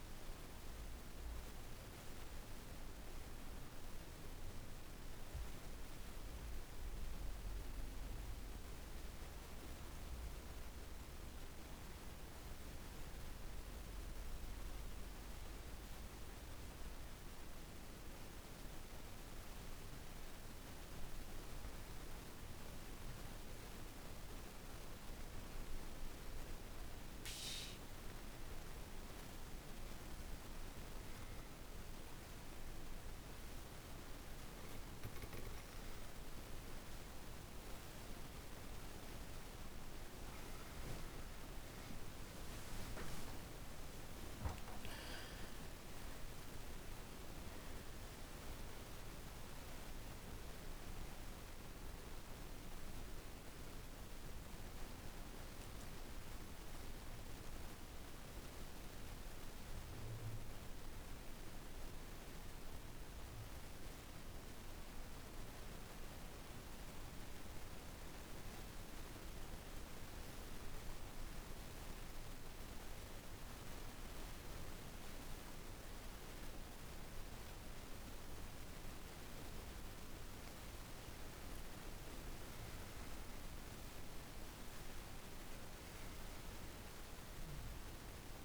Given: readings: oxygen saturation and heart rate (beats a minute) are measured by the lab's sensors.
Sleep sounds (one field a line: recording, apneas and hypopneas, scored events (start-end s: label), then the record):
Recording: breathing in sleep, hard to hear, by a room microphone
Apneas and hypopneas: 2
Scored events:
0.00-8.00 s: oxygen desaturation (device-marked, oxygen 87% lowest, heart rate 49 extreme)
3.00-26.00 s: obstructive apnea (oxygen 98% before, 88% lowest, heart rate 54 before, 49 extreme, up 1 after)
24.00-60.00 s: oxygen desaturation (device-marked, oxygen 98% before, 92% lowest, heart rate 52 before, 49 extreme)
40.00-44.50 s: arousal
61.00-79.50 s: obstructive apnea (oxygen 98% before, 82% lowest, heart rate 58 before, 36 extreme, up 14 after)
74.00-88.45 s: oxygen desaturation (device-marked, oxygen 99% before, 82% lowest, heart rate 52 before, 36 extreme)
82.00-85.50 s: arousal
From the record:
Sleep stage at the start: N2 (light sleep)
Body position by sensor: on the back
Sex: female